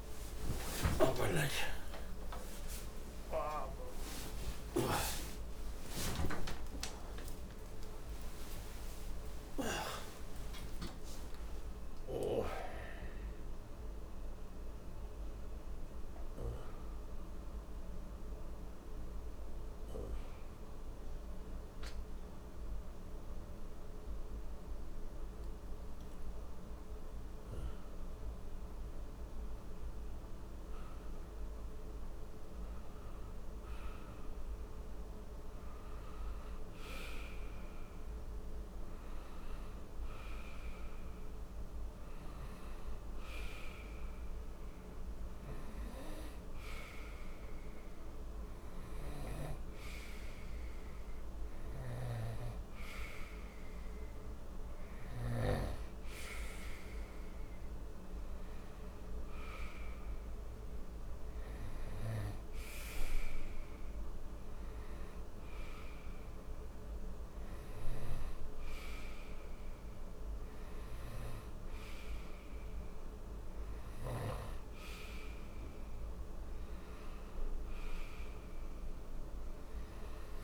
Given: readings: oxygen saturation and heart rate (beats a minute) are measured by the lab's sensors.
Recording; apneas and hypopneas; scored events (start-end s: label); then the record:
a person partly awake in a sleep study, by a room microphone; none
0.00-8.50 s: oxygen desaturation (device-marked, oxygen 93% lowest)
0.50-4.50 s: snoring (device-marked)
22.50-80.44 s: new sleep stage, N1 (lightest sleep)
39.50-50.50 s: oxygen desaturation (device-marked, oxygen 97% before, 92% lowest, heart rate 58 before, 60 extreme)
51.00-55.00 s: snoring (device-marked)
From the record:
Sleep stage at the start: awake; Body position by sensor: on the right side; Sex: male